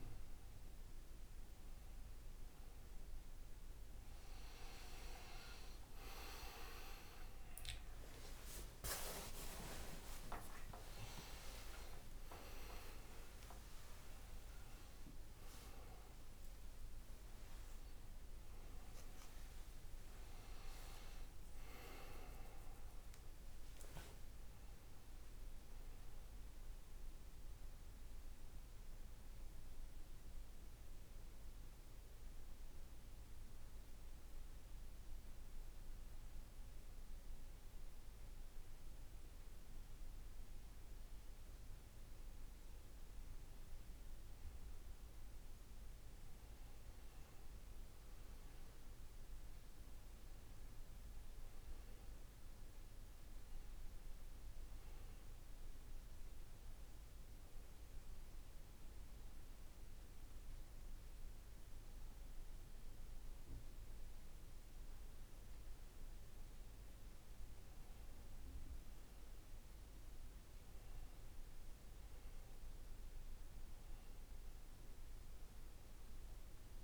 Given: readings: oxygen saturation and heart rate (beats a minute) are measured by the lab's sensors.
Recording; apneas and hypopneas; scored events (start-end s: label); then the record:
breathing in sleep by a room microphone; 1
6.00-13.50 s: arousal
11.50-13.50 s: long interval between heartbeats (device-marked, heart rate 68 before, 98 extreme)
25.50-40.00 s: obstructive apnea (oxygen 97% before, 93% lowest, heart rate 81 before, 59 extreme, up 8 after)
43.00-48.50 s: arousal
43.00-63.00 s: oxygen desaturation (device-marked, oxygen 97% before, 93% lowest, heart rate 64 before, 63 extreme)
From the record:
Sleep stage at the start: N1 (lightest sleep); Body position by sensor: on the back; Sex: male